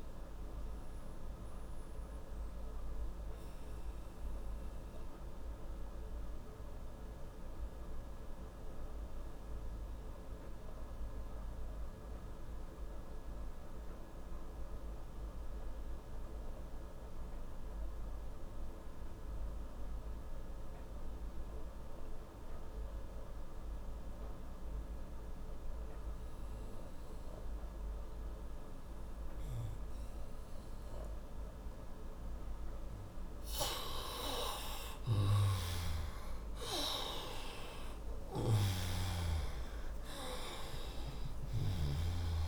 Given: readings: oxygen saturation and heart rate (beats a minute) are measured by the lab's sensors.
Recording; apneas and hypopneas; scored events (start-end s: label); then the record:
breathing in sleep by a room microphone; 1
0.00-12.00 s: oxygen desaturation (device-marked, oxygen 88% lowest, heart rate 55 extreme)
2.50-28.00 s: mixed apnea (oxygen 96% before, 86% lowest, heart rate 54 before, 27 extreme, up 7 after)
30.00-42.47 s: oxygen desaturation (device-marked, oxygen 97% before, 86% lowest, heart rate 61 before, 27 extreme)
33.50-38.00 s: arousal
From the record:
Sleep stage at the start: N2 (light sleep); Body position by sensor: on the right side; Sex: male